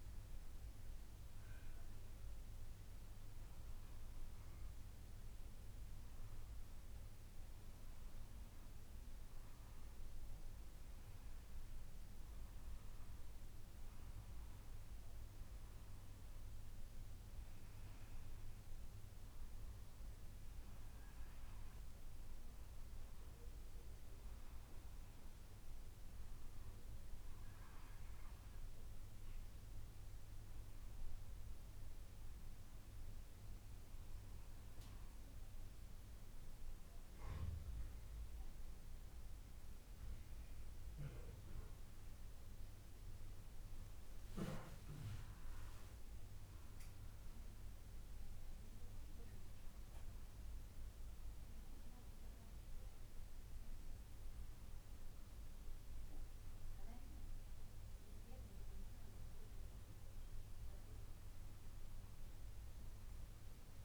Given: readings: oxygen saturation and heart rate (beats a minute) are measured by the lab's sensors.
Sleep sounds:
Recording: breathing in sleep, hard to hear, by a room microphone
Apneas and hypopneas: none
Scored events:
none scored
From the record:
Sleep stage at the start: N1 (lightest sleep)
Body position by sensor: on the back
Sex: female

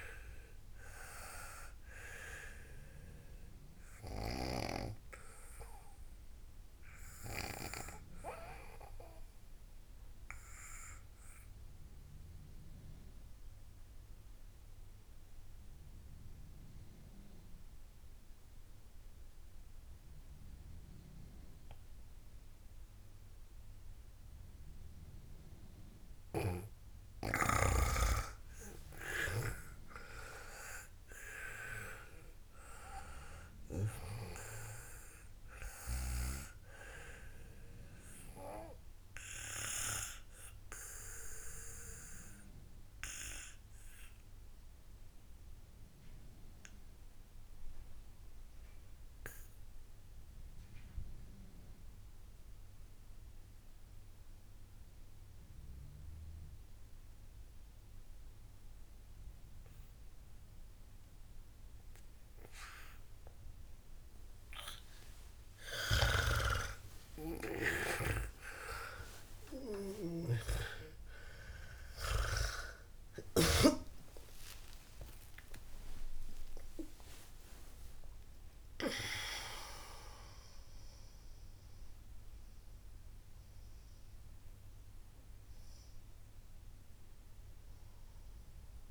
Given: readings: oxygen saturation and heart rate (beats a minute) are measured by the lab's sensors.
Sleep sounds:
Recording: breathing in sleep by a room microphone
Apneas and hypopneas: 2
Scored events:
0.00-1.00 s: arousal
0.00-5.50 s: snoring (device-marked)
0.00-17.00 s: oxygen desaturation (device-marked, oxygen 93% lowest, heart rate 55 extreme)
11.50-26.50 s: obstructive apnea (oxygen 97% before, 92% lowest, heart rate 70 before, 53 extreme, up 25 after)
27.00-30.50 s: snoring (device-marked)
29.00-33.00 s: arousal
35.00-54.00 s: oxygen desaturation (device-marked, oxygen 97% before, 92% lowest, heart rate 64 before, 53 extreme)
40.00-65.00 s: obstructive apnea (oxygen 97% before, 91% lowest, heart rate 68 before, 53 extreme, up 41 after)
66.50-74.50 s: snoring (device-marked)
68.00-74.50 s: arousal
82.00-88.90 s: oxygen desaturation (device-marked, oxygen 95% before, 91% lowest, heart rate 97 before, 57 extreme)
From the record:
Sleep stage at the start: N2 (light sleep)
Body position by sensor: on the back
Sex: female

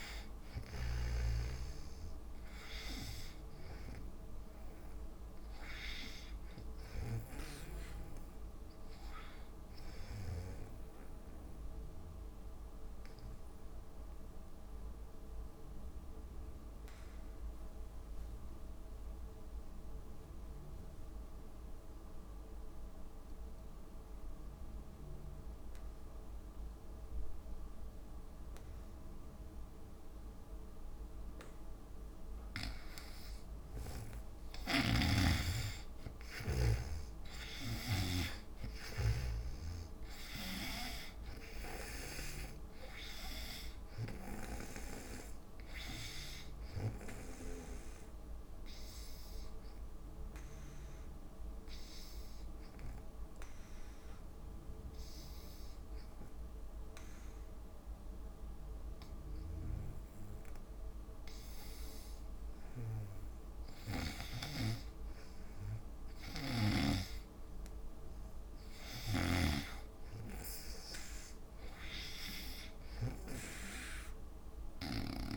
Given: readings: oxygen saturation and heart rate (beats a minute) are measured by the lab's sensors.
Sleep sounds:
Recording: breathing in sleep by a room microphone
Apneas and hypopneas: 2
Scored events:
0.00-1.50 s: arousal
0.00-15.00 s: oxygen desaturation (device-marked, oxygen 78% lowest, heart rate 57 extreme)
1.00-7.50 s: snoring (device-marked)
14.50-32.50 s: obstructive apnea (oxygen 95% before, 81% lowest, heart rate 65 before, 56 extreme, up 18 after)
32.00-58.00 s: oxygen desaturation (device-marked, oxygen 98% before, 81% lowest, heart rate 61 before, 56 extreme)
34.50-39.50 s: snoring (device-marked)
35.50-40.50 s: arousal
36.00-38.00 s: long interval between heartbeats (device-marked, heart rate 63 before, 76 extreme)
49.00-61.50 s: obstructive apnea (oxygen 98% before, 81% lowest, heart rate 69 before, 57 extreme, up 7 after)
64.50-69.00 s: arousal
69.00-75.37 s: snoring (device-marked)
71.00-75.37 s: oxygen desaturation (device-marked, oxygen 96% before, 89% lowest, heart rate 59 before, 61 extreme)
From the record:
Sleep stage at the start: N2 (light sleep)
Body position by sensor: on the back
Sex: female

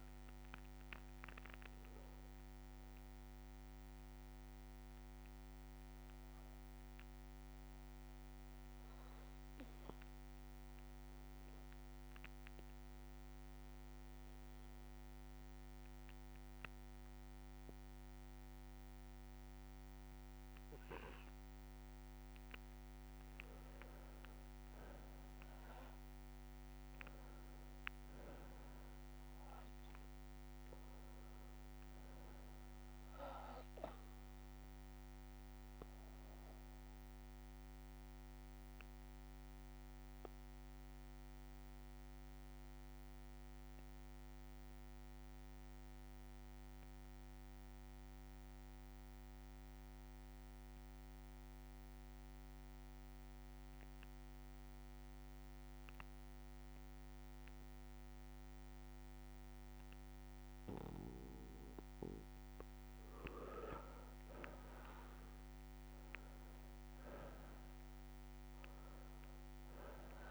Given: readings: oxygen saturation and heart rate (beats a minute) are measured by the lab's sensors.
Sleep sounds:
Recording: breathing in sleep by a microphone on the trachea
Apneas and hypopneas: 2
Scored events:
6.50-22.50 s: mixed apnea (oxygen 100% before, 92% lowest, heart rate 71 before, 58 extreme, up 4 after)
24.50-46.50 s: oxygen desaturation (device-marked, oxygen 99% before, 95% lowest, heart rate 63 before, 58 extreme)
25.00-29.50 s: arousal
36.00-60.00 s: obstructive apnea (oxygen 99% before, 92% lowest, heart rate 62 before, 58 extreme, up 4 after)
37.50-46.50 s: bradycardia (device-marked, heart rate 64 before, 58 extreme)
47.50-70.31 s: new sleep stage, N2 (light sleep)
59.50-70.31 s: oxygen desaturation (device-marked, oxygen 99% before, 92% lowest, heart rate 59 before, 58 extreme)
63.00-68.00 s: arousal
From the record:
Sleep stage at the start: N1 (lightest sleep)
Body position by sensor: on the back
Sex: male

